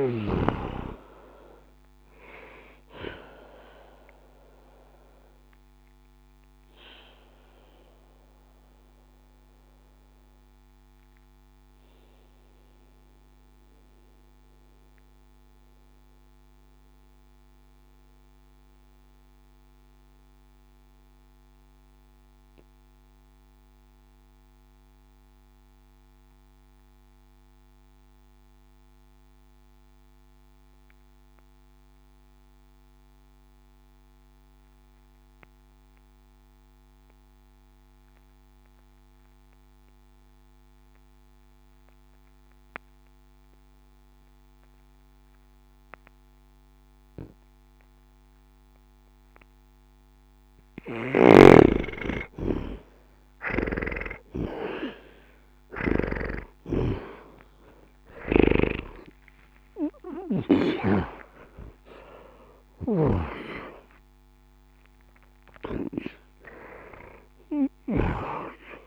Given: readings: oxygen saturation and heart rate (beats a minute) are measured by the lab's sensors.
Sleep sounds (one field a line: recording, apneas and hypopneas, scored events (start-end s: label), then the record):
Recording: breathing in sleep by a microphone on the trachea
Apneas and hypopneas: 1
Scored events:
0.00-23.00 s: oxygen desaturation (device-marked, oxygen 80% lowest, heart rate 60 extreme)
6.00-50.00 s: obstructive apnea (oxygen 94% before, 74% lowest)
42.00-68.87 s: oxygen desaturation (device-marked, oxygen 99% before, 74% lowest)
54.00-68.87 s: new sleep stage, awake
67.00-68.87 s: bradycardia (device-marked)
From the record:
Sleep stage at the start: N2 (light sleep)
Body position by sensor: on the back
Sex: male